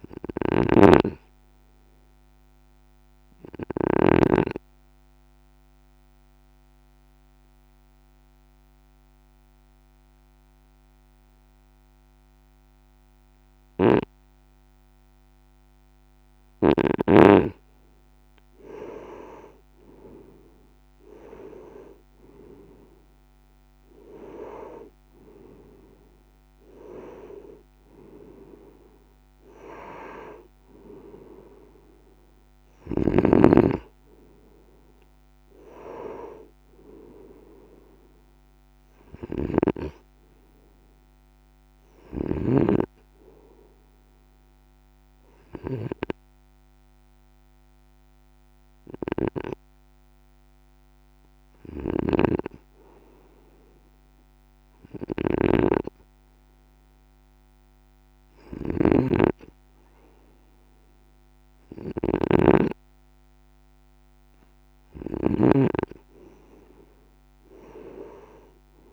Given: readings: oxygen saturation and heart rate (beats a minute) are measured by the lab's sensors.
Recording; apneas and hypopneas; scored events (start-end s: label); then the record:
breathing in sleep by a microphone on the trachea; 2
0.00-4.00 s: snoring (device-marked)
3.50-16.00 s: obstructive apnea (oxygen 97% before, 92% lowest, heart rate 59 before, 55 extreme, up 9 after)
18.00-21.00 s: arousal
33.00-65.50 s: snoring (device-marked)
45.00-58.00 s: hypopnea (oxygen 96% before, 92% lowest, heart rate 60 before, 54 extreme, up 5 after)
61.00-64.50 s: arousal
From the record:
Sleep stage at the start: N2 (light sleep); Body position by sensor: on the right side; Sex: male